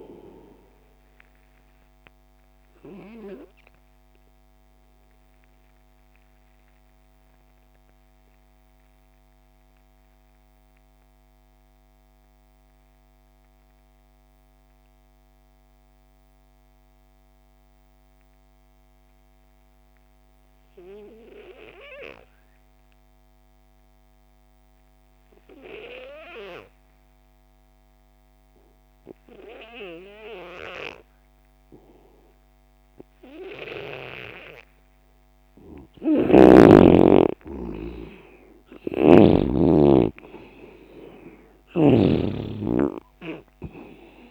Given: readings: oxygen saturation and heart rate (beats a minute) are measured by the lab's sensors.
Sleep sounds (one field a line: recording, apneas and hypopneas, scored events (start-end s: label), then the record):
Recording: breathing in sleep by a microphone on the trachea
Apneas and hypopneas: 1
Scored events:
0.00-14.50 s: oxygen desaturation (device-marked, oxygen 89% lowest)
2.50-35.50 s: obstructive apnea (oxygen 97% before, 87% lowest)
30.50-44.31 s: oxygen desaturation (device-marked, oxygen 98% before, 87% lowest)
35.50-42.00 s: snoring (device-marked)
36.50-40.00 s: arousal
From the record:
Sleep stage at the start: N2 (light sleep)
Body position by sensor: on the left side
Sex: male